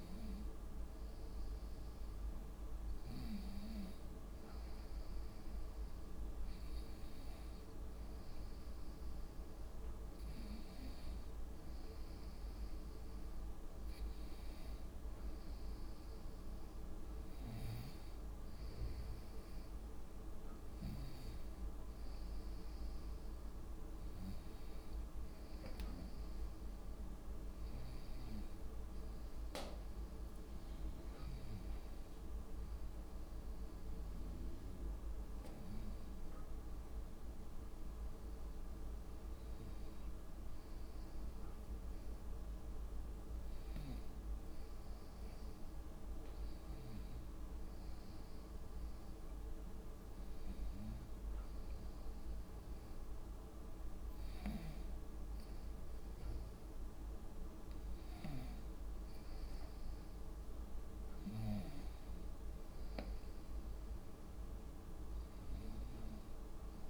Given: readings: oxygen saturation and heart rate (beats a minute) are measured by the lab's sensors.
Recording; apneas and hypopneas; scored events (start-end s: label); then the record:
a person awake in a sleep study, hard to hear, by a room microphone; none
29.50-31.50 s: long interval between heartbeats (device-marked, heart rate 69 before, 75 extreme)
60.50-66.89 s: new sleep stage, N1 (lightest sleep)
From the record:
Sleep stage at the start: awake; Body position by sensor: on the right side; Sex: female